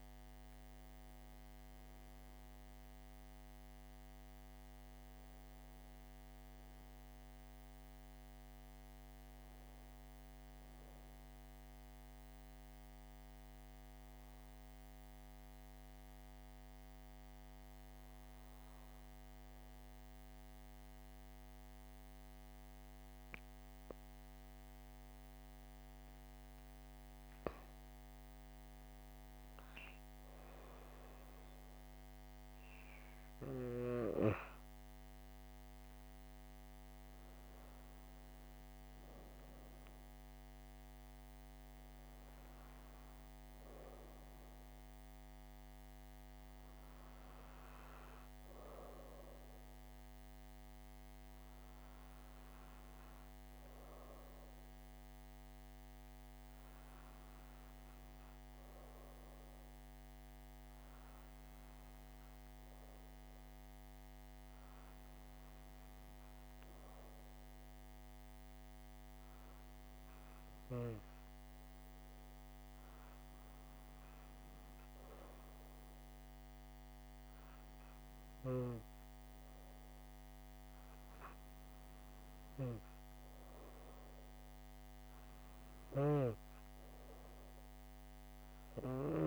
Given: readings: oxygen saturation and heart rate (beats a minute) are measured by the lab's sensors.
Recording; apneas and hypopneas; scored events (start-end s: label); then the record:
breathing in sleep, hard to hear, by a microphone on the trachea; 1
13.50-28.00 s: hypopnea (oxygen 99% before, 96% lowest, heart rate 69 before, 63 extreme, up 8 after)
29.00-32.00 s: arousal
From the record:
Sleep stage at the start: N2 (light sleep); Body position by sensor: on the back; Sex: female